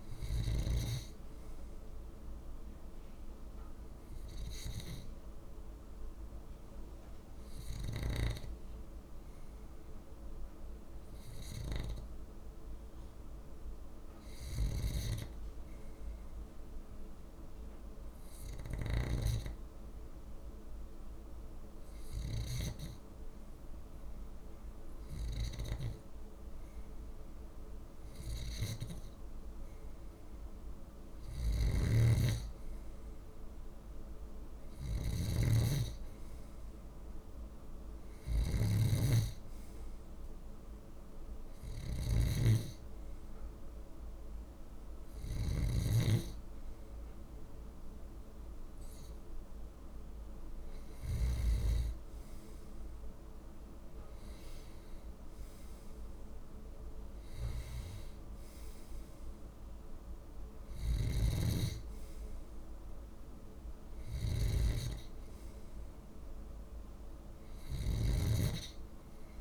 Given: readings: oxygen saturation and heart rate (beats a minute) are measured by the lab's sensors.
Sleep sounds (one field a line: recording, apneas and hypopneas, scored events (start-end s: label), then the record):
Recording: breathing in sleep by a room microphone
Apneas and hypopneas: 1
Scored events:
4.00-27.00 s: hypopnea (oxygen 97% before, 94% lowest, heart rate 51 before, 49 extreme, up 2 after)
14.00-22.50 s: snoring (device-marked)
30.50-34.00 s: arousal
31.00-51.50 s: snoring (device-marked)
60.50-69.41 s: snoring (device-marked)
From the record:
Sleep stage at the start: N2 (light sleep)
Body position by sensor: on the left side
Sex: male